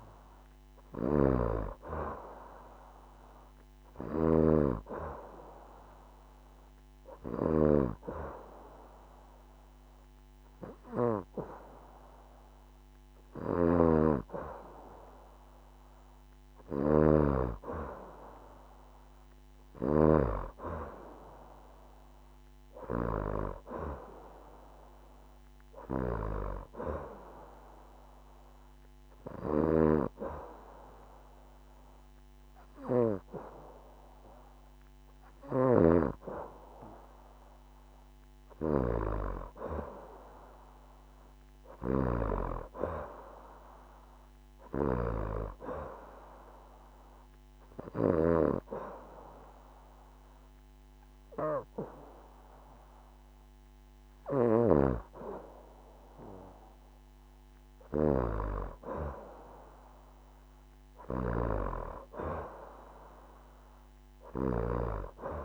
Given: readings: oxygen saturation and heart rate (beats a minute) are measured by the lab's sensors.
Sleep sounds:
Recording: breathing in sleep by a microphone on the trachea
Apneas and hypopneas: 1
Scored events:
46.50-56.50 s: hypopnea (oxygen 94% before, 91% lowest, heart rate 71 before, 69 extreme, up 2 after)
59.00-63.00 s: arousal
From the record:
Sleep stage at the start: N2 (light sleep)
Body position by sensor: on the back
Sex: female

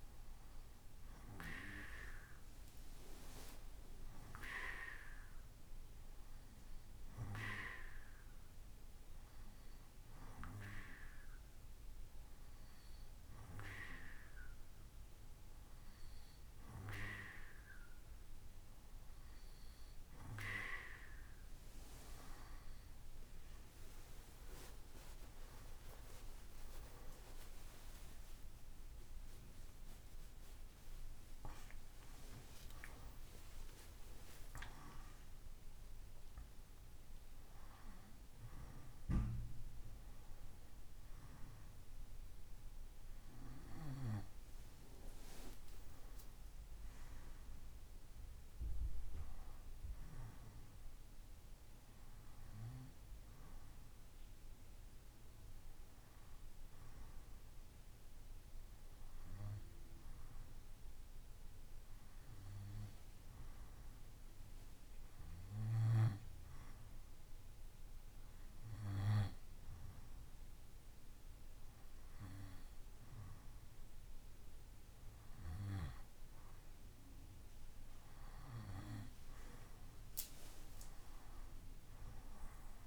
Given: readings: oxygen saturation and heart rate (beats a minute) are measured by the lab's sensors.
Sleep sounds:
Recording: breathing in sleep by a room microphone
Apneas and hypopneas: none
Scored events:
30.50-34.50 s: arousal
From the record:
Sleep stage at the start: N2 (light sleep)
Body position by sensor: on the right side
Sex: male

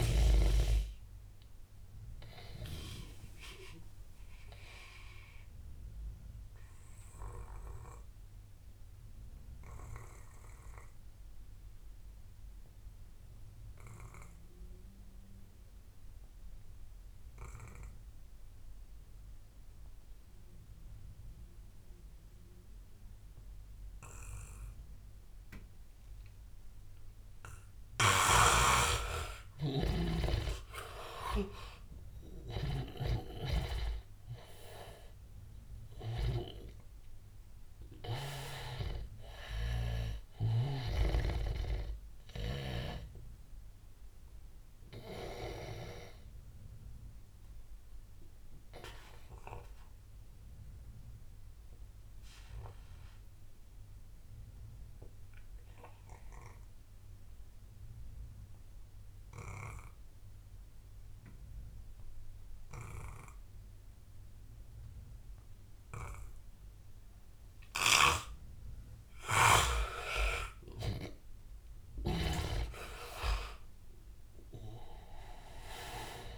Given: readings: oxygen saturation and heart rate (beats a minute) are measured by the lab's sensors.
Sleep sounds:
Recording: breathing in sleep by a room microphone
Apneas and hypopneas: 2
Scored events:
0.00-16.00 s: oxygen desaturation (device-marked, oxygen 83% lowest, heart rate 72 extreme)
2.00-27.00 s: obstructive apnea (oxygen 97% before, 83% lowest, heart rate 85 before, 72 extreme, up 18 after)
24.00-55.00 s: oxygen desaturation (device-marked, oxygen 100% before, 85% lowest, heart rate 81 before, 82 extreme)
28.00-33.00 s: snoring (device-marked)
29.00-34.50 s: arousal
44.00-69.00 s: obstructive apnea (oxygen 100% before, 83% lowest, heart rate 86 before, 82 extreme, up 8 after)
66.00-76.38 s: oxygen desaturation (device-marked, oxygen 99% before, 83% lowest, heart rate 88 before, 78 extreme)
71.50-75.50 s: arousal
From the record:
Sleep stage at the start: N2 (light sleep)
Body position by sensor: on the back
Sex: male

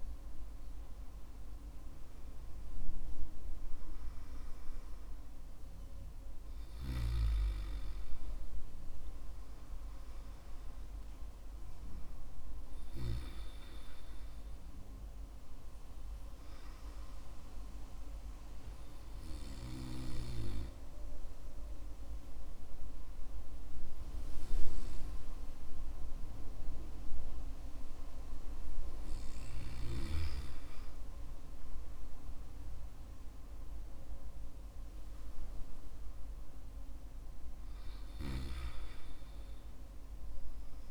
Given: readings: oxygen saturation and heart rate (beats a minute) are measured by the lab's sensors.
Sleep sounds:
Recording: breathing in sleep by a room microphone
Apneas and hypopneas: 1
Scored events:
14.50-29.50 s: hypopnea (oxygen 95% before, 93% lowest, heart rate 63 before, 53 extreme, up 11 after)
34.00-37.50 s: arousal
From the record:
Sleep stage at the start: N2 (light sleep)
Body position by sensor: on the back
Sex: male

